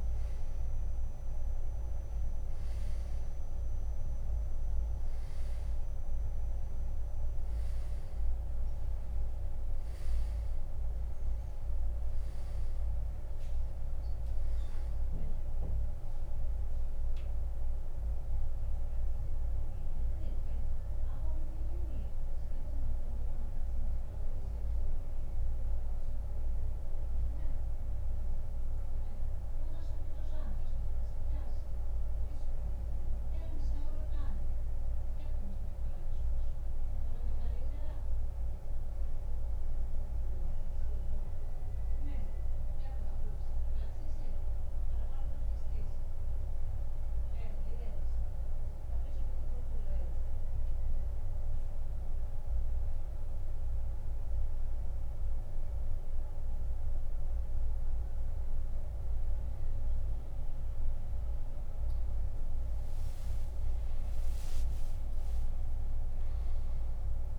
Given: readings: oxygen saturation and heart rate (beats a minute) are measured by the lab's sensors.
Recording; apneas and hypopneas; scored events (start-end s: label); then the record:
breathing in sleep, hard to hear, by a room microphone; 1
17.00-52.00 s: oxygen desaturation (device-marked, oxygen 96% before, 87% lowest, heart rate 92 before, 73 extreme)
24.50-28.00 s: arousal
29.50-60.50 s: central apnea (oxygen 97% before, 86% lowest, heart rate 86 before, 74 extreme, up 34 after)
63.50-67.38 s: arousal
From the record:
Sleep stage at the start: N2 (light sleep); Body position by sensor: on the back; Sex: male